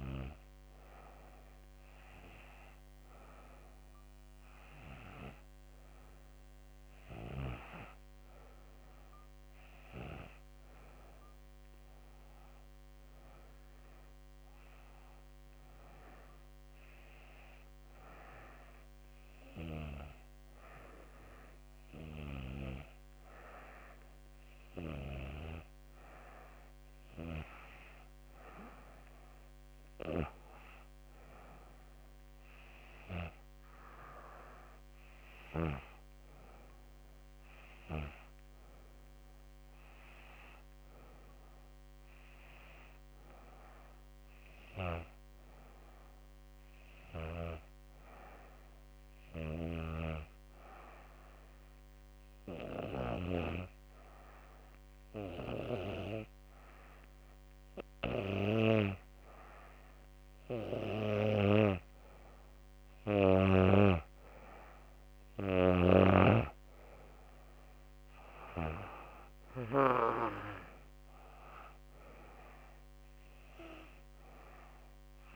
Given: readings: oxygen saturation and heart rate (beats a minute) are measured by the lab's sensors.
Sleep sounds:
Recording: breathing in sleep by a microphone on the trachea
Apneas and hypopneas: 1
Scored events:
34.00-37.50 s: arousal
49.00-60.50 s: obstructive apnea (oxygen 93% before, 89% lowest, heart rate 82 before, 80 extreme, up 3 after)
64.00-75.36 s: oxygen desaturation (device-marked, oxygen 92% before, 89% lowest, heart rate 81 before, 80 extreme)
66.00-69.50 s: arousal
From the record:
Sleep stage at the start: N2 (light sleep)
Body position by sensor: on the back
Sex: female

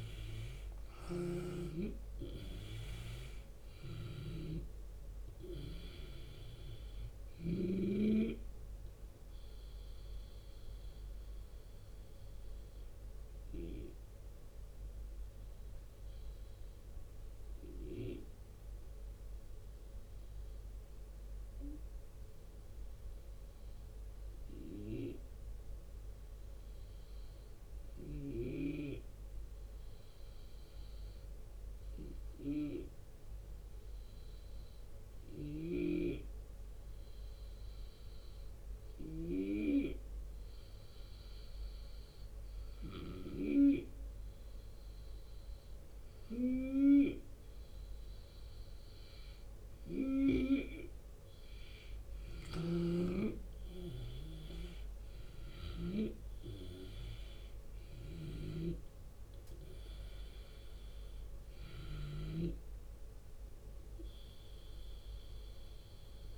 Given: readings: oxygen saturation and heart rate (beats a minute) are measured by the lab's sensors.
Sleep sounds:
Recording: breathing in sleep by a room microphone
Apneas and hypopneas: 1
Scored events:
0.00-2.00 s: arousal
0.00-7.00 s: snoring (device-marked)
0.00-16.00 s: drop in pulse transit time (device-marked, heart rate 71 extreme)
0.00-26.00 s: oxygen desaturation (device-marked, oxygen 84% lowest, heart rate 71 extreme)
10.00-43.50 s: obstructive apnea (oxygen 95% before, 84% lowest, heart rate 79 before, 71 extreme, up 0 after)
35.00-50.00 s: snoring (device-marked)
36.00-42.00 s: drop in pulse transit time (device-marked, heart rate 73 before, 76 extreme)
43.00-66.37 s: oxygen desaturation (device-marked, oxygen 95% before, 86% lowest, heart rate 75 before, 72 extreme)
51.00-56.00 s: arousal
52.00-55.50 s: snoring (device-marked)
53.00-66.37 s: drop in pulse transit time (device-marked, heart rate 76 before, 74 extreme)
57.50-66.37 s: snoring (device-marked)
From the record:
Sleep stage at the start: REM sleep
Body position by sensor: on the left side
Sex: male

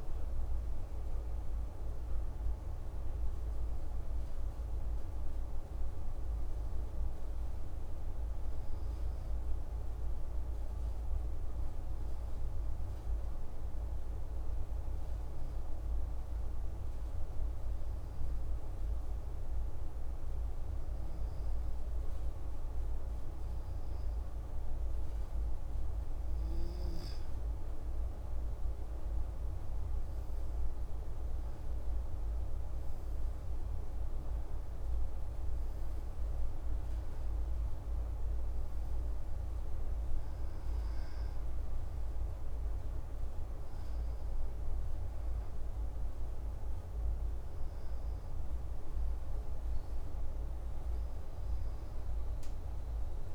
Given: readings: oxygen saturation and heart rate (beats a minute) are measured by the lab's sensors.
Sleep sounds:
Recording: breathing in sleep, hard to hear, by a room microphone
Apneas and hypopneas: 1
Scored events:
14.00-27.00 s: obstructive apnea (oxygen 97% before, 94% lowest)
28.50-35.00 s: arousal
From the record:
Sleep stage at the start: N2 (light sleep)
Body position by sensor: on the back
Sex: male

